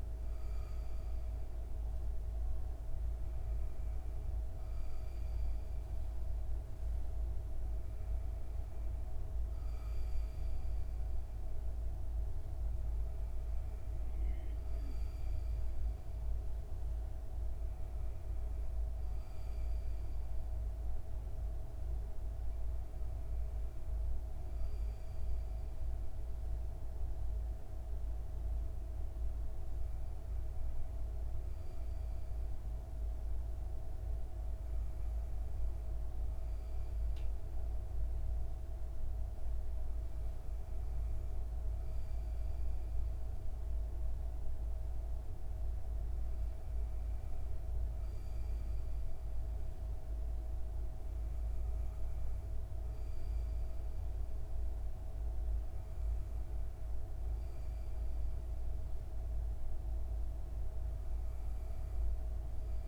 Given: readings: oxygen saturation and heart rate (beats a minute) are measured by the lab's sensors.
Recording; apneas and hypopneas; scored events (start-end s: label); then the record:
breathing in sleep, hard to hear, by a room microphone; none
none scored
From the record:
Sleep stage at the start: N2 (light sleep); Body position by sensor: on the back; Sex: female